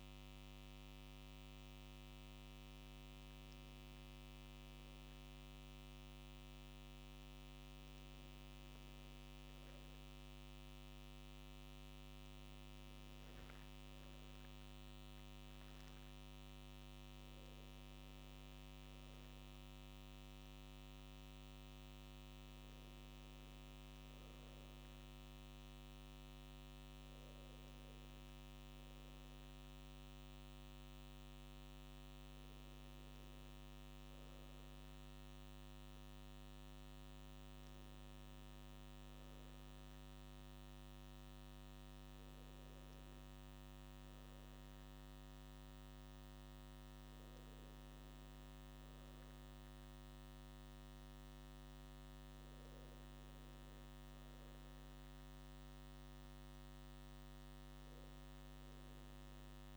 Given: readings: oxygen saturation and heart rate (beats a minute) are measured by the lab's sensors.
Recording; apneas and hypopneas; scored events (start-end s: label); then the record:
a person awake in a sleep study, hard to hear, by a microphone on the trachea; none
none scored
From the record:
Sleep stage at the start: awake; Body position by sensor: on the right side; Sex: male